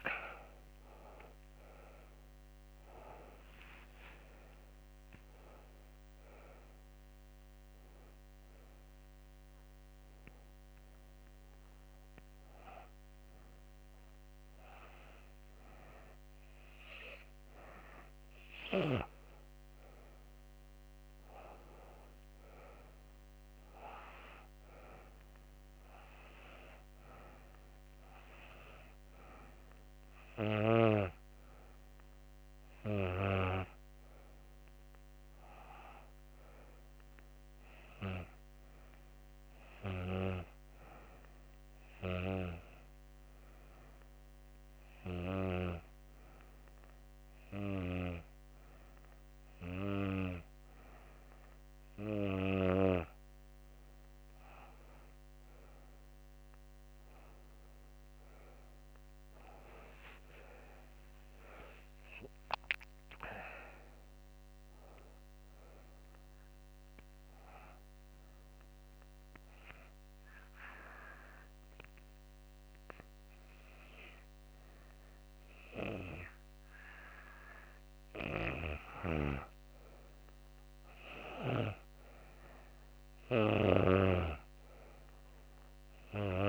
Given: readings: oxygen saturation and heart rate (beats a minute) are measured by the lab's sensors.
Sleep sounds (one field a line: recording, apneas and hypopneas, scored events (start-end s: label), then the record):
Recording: breathing in sleep by a microphone on the trachea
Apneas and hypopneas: 3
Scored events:
9.00-19.00 s: hypopnea (oxygen 95% before, 92% lowest, heart rate 94 before, 82 extreme, up 3 after)
21.50-24.50 s: arousal
41.50-52.50 s: hypopnea (oxygen 97% before, 92% lowest, heart rate 83 before, 79 extreme, up 5 after)
54.00-75.00 s: oxygen desaturation (device-marked, oxygen 95% before, 92% lowest, heart rate 81 before, 79 extreme)
55.50-60.50 s: arousal
68.00-78.00 s: obstructive apnea (oxygen 95% before, 92% lowest, heart rate 84 before, 79 extreme, up 4 after)
81.00-84.00 s: arousal
84.00-86.49 s: oxygen desaturation (device-marked, oxygen 96% before, 92% lowest, heart rate 82 before, 79 extreme)
From the record:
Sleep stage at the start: N2 (light sleep)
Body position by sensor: on the back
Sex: female